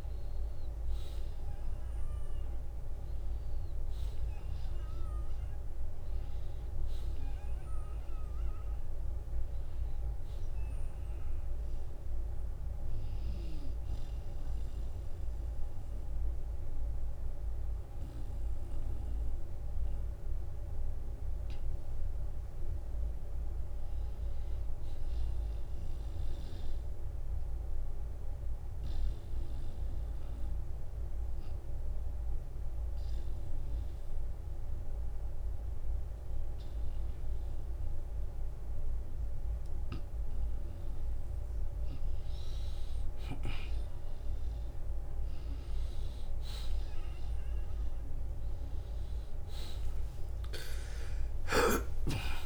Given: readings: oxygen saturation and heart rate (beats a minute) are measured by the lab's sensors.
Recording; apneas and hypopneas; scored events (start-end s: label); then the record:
breathing in sleep, hard to hear, by a room microphone; 2
0.00-25.00 s: oxygen desaturation (device-marked, oxygen 85% lowest, heart rate 48 extreme)
10.50-12.50 s: long interval between heartbeats (device-marked, heart rate 54 before, 60 extreme)
11.50-21.50 s: obstructive apnea (oxygen 94% before, 85% lowest, heart rate 54 before, 51 extreme, up 2 after)
22.50-24.50 s: long interval between heartbeats (device-marked, heart rate 59 before, 61 extreme)
23.00-25.50 s: arousal
28.00-41.50 s: obstructive apnea (oxygen 96% before, 85% lowest, heart rate 60 before, 51 extreme, up 17 after)
39.00-52.46 s: oxygen desaturation (device-marked, oxygen 95% before, 89% lowest, heart rate 56 before, 46 extreme)
45.50-50.00 s: arousal
From the record:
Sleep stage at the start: N2 (light sleep); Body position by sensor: on the back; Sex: male